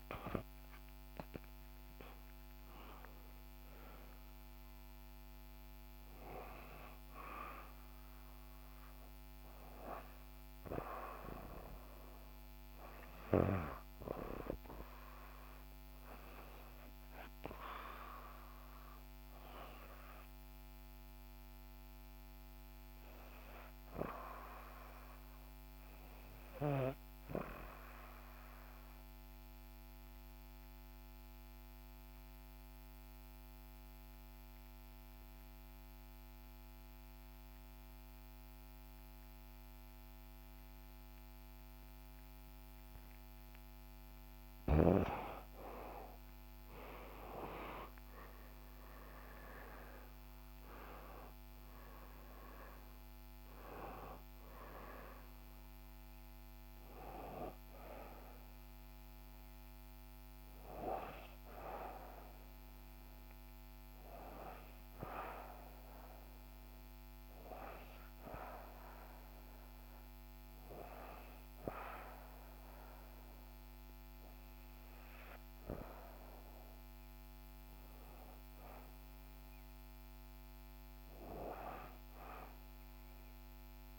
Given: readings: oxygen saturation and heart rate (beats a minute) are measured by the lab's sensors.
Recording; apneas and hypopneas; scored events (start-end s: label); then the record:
breathing in sleep by a microphone on the trachea; 1
27.00-42.50 s: obstructive apnea (oxygen 97% before, 88% lowest, heart rate 64 before, 61 extreme, up 4 after)
39.50-71.50 s: oxygen desaturation (device-marked, oxygen 96% before, 88% lowest, heart rate 63 before, 61 extreme)
44.50-48.50 s: arousal
75.00-79.50 s: arousal
From the record:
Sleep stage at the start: REM sleep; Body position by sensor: on the back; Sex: female